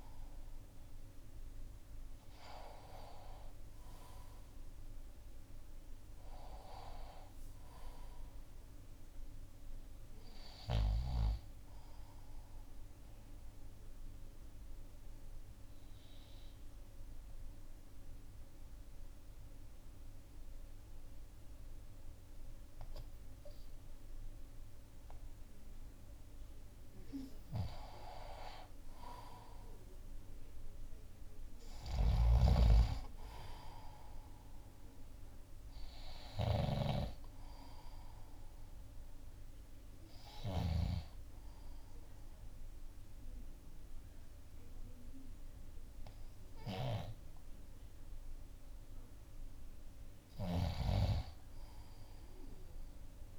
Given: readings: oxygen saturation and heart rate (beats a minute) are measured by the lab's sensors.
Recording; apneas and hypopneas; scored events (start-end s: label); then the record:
breathing in sleep by a room microphone; 1
0.00-3.00 s: arousal
4.00-29.00 s: oxygen desaturation (device-marked, oxygen 96% before, 90% lowest, heart rate 59 before, 55 extreme)
12.50-27.00 s: obstructive apnea (oxygen 96% before, 89% lowest, heart rate 60 before, 55 extreme, up 5 after)
29.00-33.50 s: arousal
32.00-37.00 s: snoring (device-marked)
37.00-53.00 s: oxygen desaturation (device-marked, oxygen 97% before, 89% lowest, heart rate 58 before, 57 extreme)
50.00-53.39 s: snoring (device-marked)
From the record:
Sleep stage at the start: N2 (light sleep); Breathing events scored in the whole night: 538 in 7.3 hours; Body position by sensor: on the left side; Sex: male